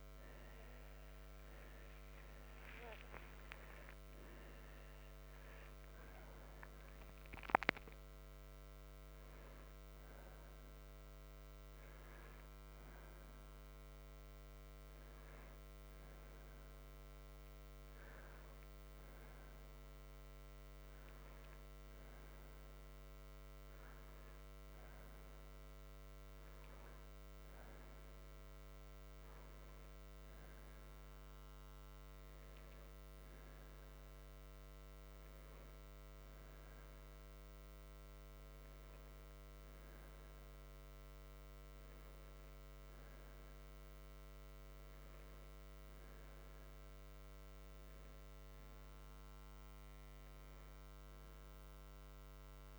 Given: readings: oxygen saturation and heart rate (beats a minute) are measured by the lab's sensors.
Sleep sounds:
breathing in sleep, hard to hear, by a microphone on the trachea; none
13.00-19.00 s: oxygen desaturation (device-marked, oxygen 91% before, 87% lowest)
From the record:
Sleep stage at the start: N2 (light sleep); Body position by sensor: on the right side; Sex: male

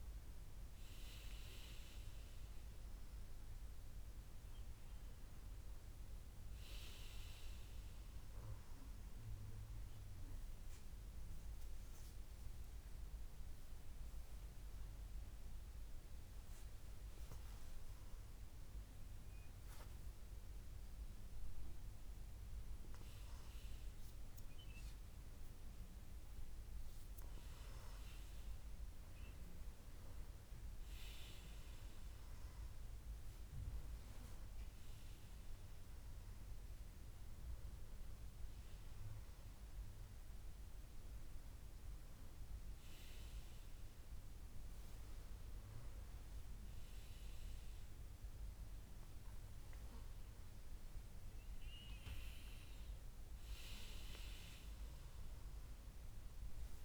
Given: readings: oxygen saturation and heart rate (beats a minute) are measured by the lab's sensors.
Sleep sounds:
breathing in sleep, hard to hear, by a room microphone; none
48.50-51.50 s: arousal
48.50-56.84 s: new sleep stage, N1 (lightest sleep)
From the record:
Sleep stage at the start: N2 (light sleep); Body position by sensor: on the back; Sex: male

